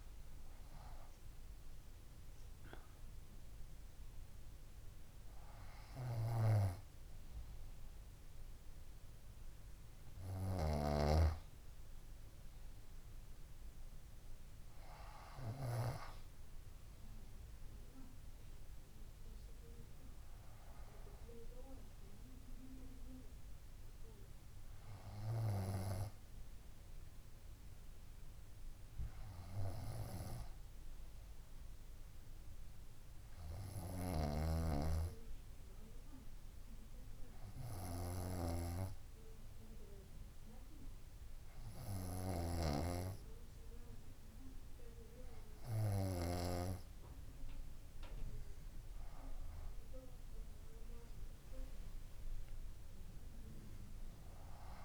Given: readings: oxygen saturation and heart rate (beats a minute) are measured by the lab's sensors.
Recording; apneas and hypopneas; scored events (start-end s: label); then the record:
breathing in sleep by a room microphone; none
9.50-11.50 s: long interval between heartbeats (device-marked, heart rate 76 before, 81 extreme)
13.50-17.50 s: arousal
34.00-47.00 s: snoring (device-marked)
51.50-54.85 s: arousal
From the record:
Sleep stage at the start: N2 (light sleep); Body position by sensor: on the front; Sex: female